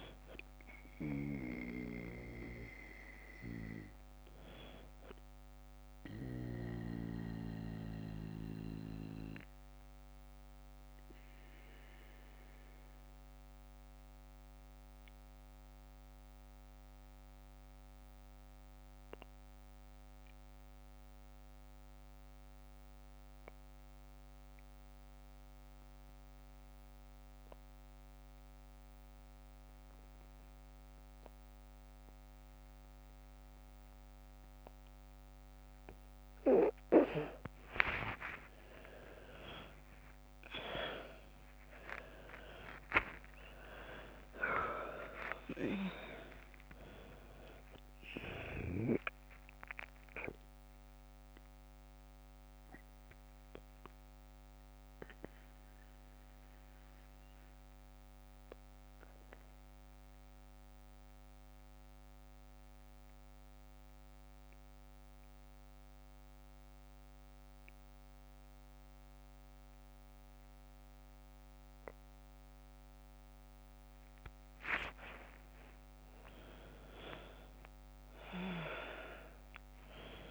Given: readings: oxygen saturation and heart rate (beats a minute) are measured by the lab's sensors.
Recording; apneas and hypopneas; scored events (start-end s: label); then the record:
breathing in sleep by a microphone on the trachea; 2
0.00-20.50 s: oxygen desaturation (device-marked, oxygen 88% lowest, heart rate 46 extreme)
6.00-34.50 s: obstructive apnea (oxygen 100% before, 88% lowest, heart rate 57 before, 46 extreme, up 6 after)
36.50-70.50 s: oxygen desaturation (device-marked, oxygen 99% before, 90% lowest, heart rate 52 before, 47 extreme)
37.00-41.50 s: arousal
51.00-73.00 s: obstructive apnea (oxygen 100% before, 90% lowest, heart rate 57 before, 47 extreme, up 14 after)
75.00-79.00 s: arousal
From the record:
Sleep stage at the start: N2 (light sleep); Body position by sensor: on the back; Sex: female